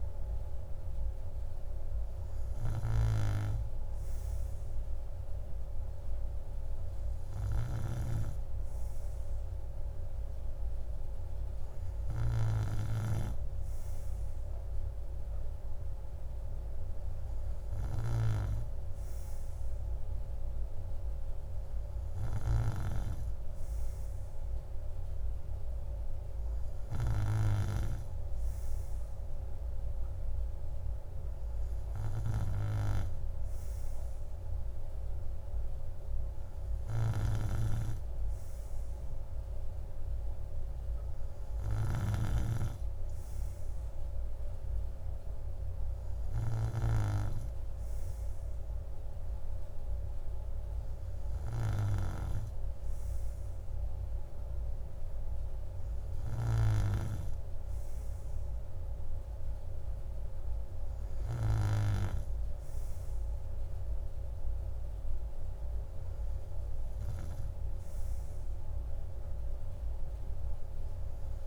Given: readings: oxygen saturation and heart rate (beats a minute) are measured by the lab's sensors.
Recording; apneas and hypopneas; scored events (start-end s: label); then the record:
breathing in sleep by a room microphone; none
none scored
From the record:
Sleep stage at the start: N3 (deep sleep); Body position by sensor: on the right side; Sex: male